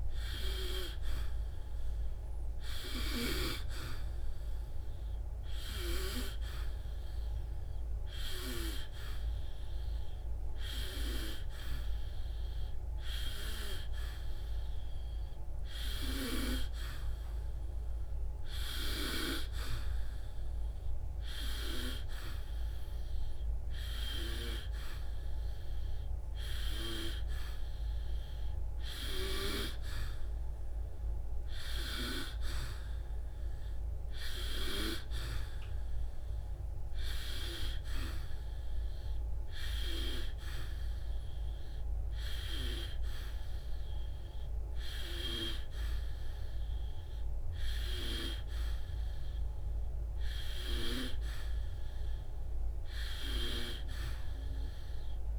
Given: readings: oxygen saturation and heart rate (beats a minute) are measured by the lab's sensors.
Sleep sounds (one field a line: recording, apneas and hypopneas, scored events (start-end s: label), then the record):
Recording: breathing in sleep by a room microphone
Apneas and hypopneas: none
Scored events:
0.00-3.00 s: arousal
11.50-55.38 s: new sleep stage, N3 (deep sleep)
From the record:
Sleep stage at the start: N2 (light sleep)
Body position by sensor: on the back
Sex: female